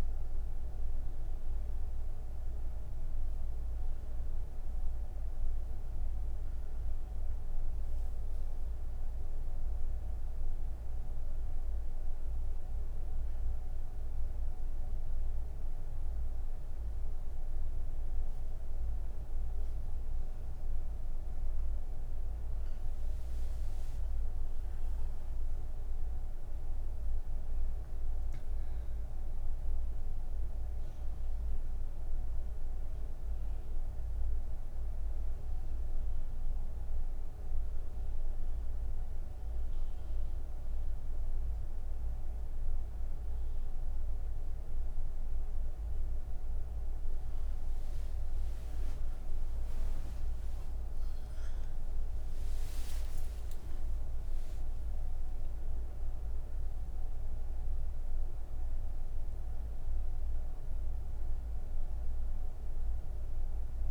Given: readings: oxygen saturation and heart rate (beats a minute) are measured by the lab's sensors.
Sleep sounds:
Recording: breathing in sleep, hard to hear, by a room microphone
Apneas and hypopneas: none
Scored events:
7.50-18.50 s: oxygen desaturation (device-marked, oxygen 97% before, 94% lowest)
From the record:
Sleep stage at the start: N1 (lightest sleep)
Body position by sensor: on the back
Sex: female

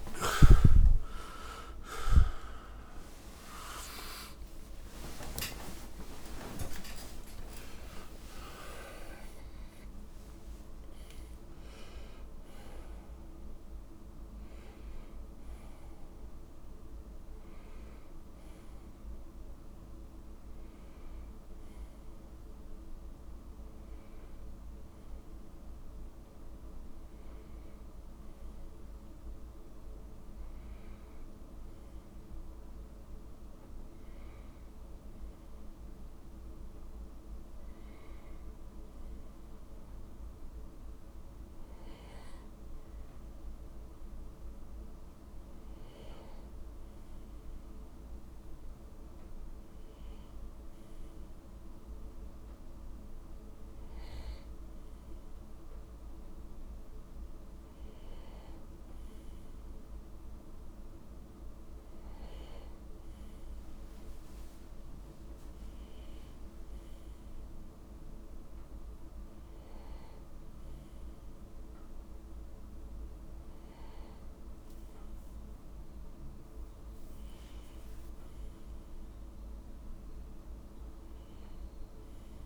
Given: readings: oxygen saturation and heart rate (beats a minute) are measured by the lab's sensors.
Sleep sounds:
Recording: a person partly awake in a sleep study, by a room microphone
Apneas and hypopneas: none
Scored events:
11.50-37.50 s: oxygen desaturation (device-marked, oxygen 94% before, 89% lowest, heart rate 116 before, 58 extreme)
26.50-82.46 s: new sleep stage, N1 (lightest sleep)
From the record:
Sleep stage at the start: awake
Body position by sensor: on the right side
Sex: male

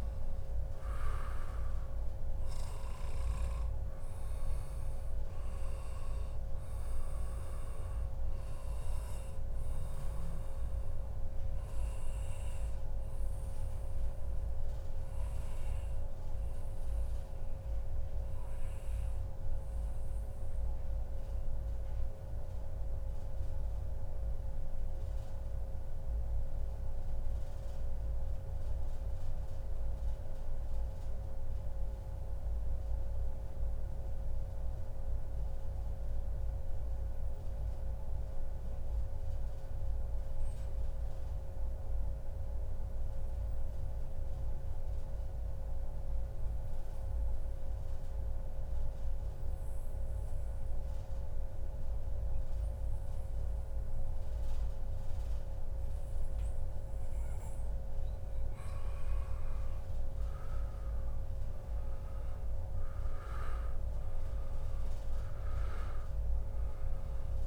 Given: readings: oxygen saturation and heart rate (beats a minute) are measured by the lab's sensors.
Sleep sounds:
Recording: breathing in sleep, hard to hear, by a room microphone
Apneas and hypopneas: 1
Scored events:
0.00-1.50 s: arousal
0.00-9.50 s: oxygen desaturation (device-marked, oxygen 94% lowest, heart rate 141 extreme)
11.50-57.50 s: obstructive apnea (oxygen 98% before, 91% lowest, heart rate 138 before, 88 extreme, up 1 after)
57.50-67.47 s: oxygen desaturation (device-marked, oxygen 98% before, 91% lowest, heart rate 142 before, 84 extreme)
61.00-65.00 s: arousal
From the record:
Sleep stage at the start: N2 (light sleep)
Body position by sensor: on the back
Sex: male

